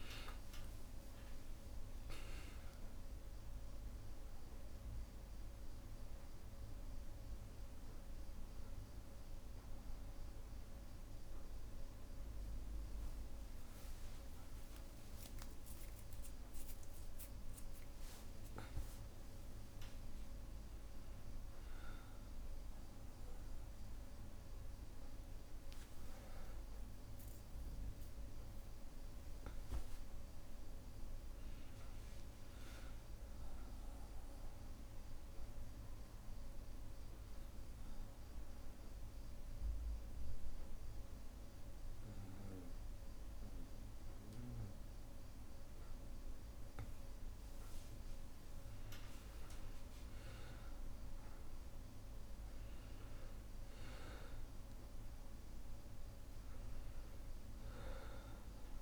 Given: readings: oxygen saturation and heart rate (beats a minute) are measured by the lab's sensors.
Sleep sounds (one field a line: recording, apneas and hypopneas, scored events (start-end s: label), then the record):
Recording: a person partly awake in a sleep study, hard to hear, by a room microphone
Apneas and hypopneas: 1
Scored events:
0.00-15.00 s: oxygen desaturation (device-marked, oxygen 91% lowest, heart rate 61 extreme)
18.00-20.00 s: long interval between heartbeats (device-marked, heart rate 73 before, 73 extreme)
27.00-58.82 s: new sleep stage, N2 (light sleep)
36.50-47.50 s: obstructive apnea (oxygen 99% before, 93% lowest, heart rate 66 before, 60 extreme, up 3 after)
49.50-52.50 s: arousal
56.00-58.82 s: oxygen desaturation (device-marked, oxygen 97% before, 93% lowest, heart rate 61 before, 60 extreme)
From the record:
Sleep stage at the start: awake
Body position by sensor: on the back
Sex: male